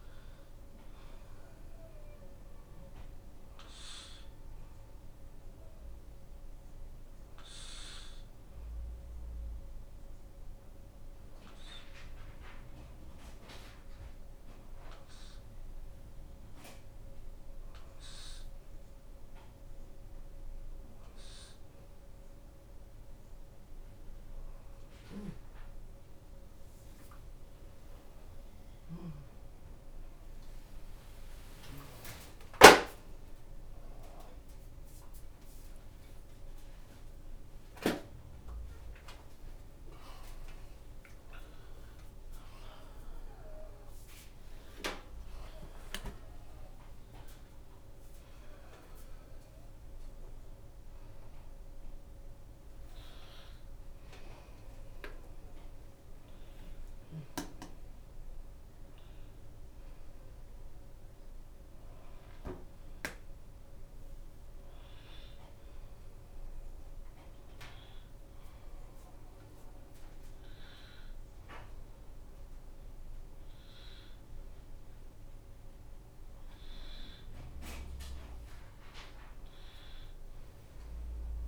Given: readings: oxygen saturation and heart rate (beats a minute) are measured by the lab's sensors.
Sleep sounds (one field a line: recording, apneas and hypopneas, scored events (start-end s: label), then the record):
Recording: a person awake in a sleep study, by a room microphone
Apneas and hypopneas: none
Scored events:
0.00-6.00 s: bradycardia (device-marked, heart rate 32 extreme)
0.00-7.00 s: oxygen desaturation (device-marked, oxygen 80% lowest)
17.00-31.00 s: drop in pulse transit time (device-marked)
21.00-23.00 s: long interval between heartbeats (device-marked, heart rate 70 before, 87 extreme)
24.00-34.00 s: bradycardia (device-marked)
29.00-31.00 s: long interval between heartbeats (device-marked, heart rate 79 before, 36 extreme)
32.50-34.50 s: long interval between heartbeats (device-marked, heart rate 73 before, 36 extreme)
34.00-81.48 s: new sleep stage, awake
35.00-37.00 s: long interval between heartbeats (device-marked, heart rate 66 before, 57 extreme)
38.50-40.50 s: long interval between heartbeats (device-marked, heart rate 62 before, 89 extreme)
41.00-51.00 s: drop in pulse transit time (device-marked, heart rate 62 before, 60 extreme)
43.00-45.00 s: long interval between heartbeats (device-marked, heart rate 62 before, 82 extreme)
46.00-48.00 s: long interval between heartbeats (device-marked, heart rate 60 before, 65 extreme)
48.00-68.00 s: bradycardia (device-marked)
62.00-73.00 s: drop in pulse transit time (device-marked)
65.00-67.00 s: long interval between heartbeats (device-marked, heart rate 31 before, 26 extreme)
69.00-81.48 s: bradycardia (device-marked)
72.00-74.00 s: long interval between heartbeats (device-marked)
From the record:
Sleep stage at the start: N2 (light sleep)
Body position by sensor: upright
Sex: female